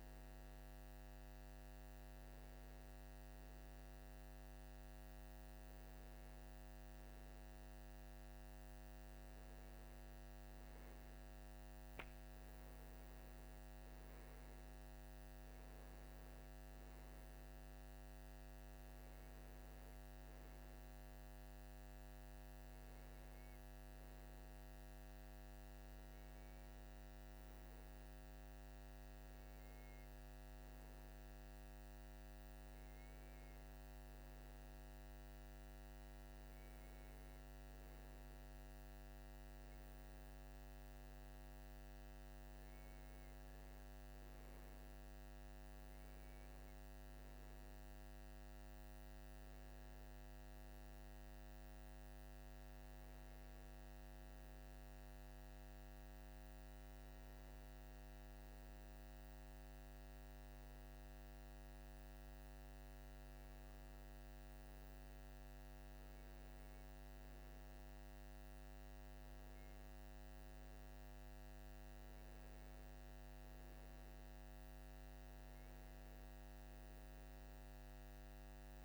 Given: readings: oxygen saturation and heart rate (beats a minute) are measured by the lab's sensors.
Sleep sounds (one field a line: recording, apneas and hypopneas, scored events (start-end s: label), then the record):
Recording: breathing in sleep, hard to hear, by a microphone on the trachea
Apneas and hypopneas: none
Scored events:
none scored
From the record:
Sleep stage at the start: N2 (light sleep)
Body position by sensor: on the right side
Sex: male